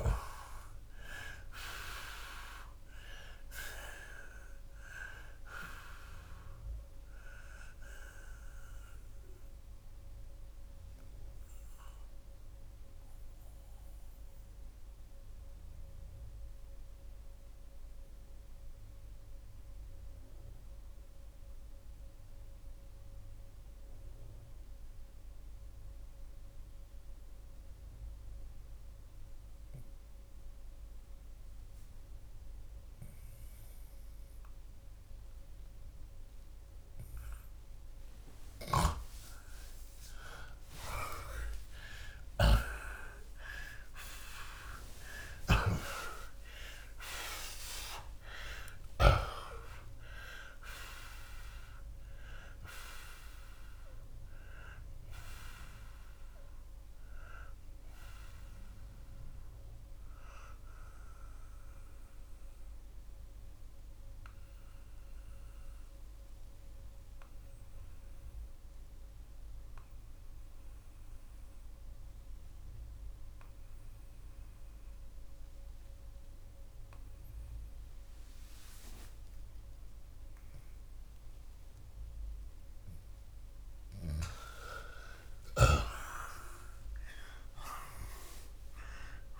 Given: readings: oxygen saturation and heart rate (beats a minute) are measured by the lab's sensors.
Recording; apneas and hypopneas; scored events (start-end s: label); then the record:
breathing in sleep by a room microphone; 2
7.50-36.00 s: obstructive apnea (oxygen 92% before, 78% lowest, heart rate 92 before, 62 extreme)
17.50-37.50 s: oxygen desaturation (device-marked, oxygen 89% before, 80% lowest, heart rate 91 before, 62 extreme)
38.00-45.00 s: snoring (device-marked)
40.50-48.00 s: arousal
58.00-81.50 s: obstructive apnea (oxygen 92% before, 78% lowest, heart rate 116 before, 60 extreme, up 32 after)
65.50-89.40 s: oxygen desaturation (device-marked, oxygen 88% before, 78% lowest, heart rate 103 before, 64 extreme)
84.50-88.00 s: arousal
From the record:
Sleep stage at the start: N2 (light sleep); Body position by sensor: on the left side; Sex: male